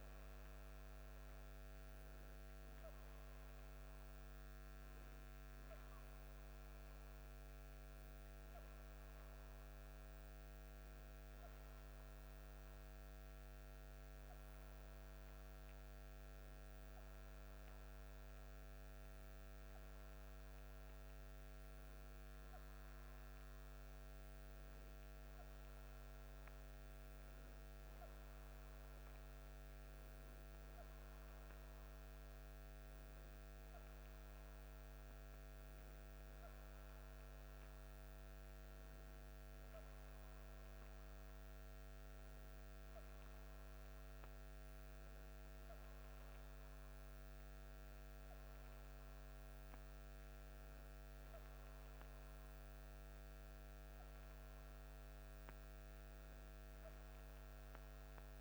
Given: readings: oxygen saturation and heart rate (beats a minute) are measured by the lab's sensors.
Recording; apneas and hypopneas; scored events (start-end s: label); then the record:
breathing in sleep, hard to hear, by a microphone on the trachea; none
none scored
From the record:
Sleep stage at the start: N2 (light sleep); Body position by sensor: on the back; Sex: male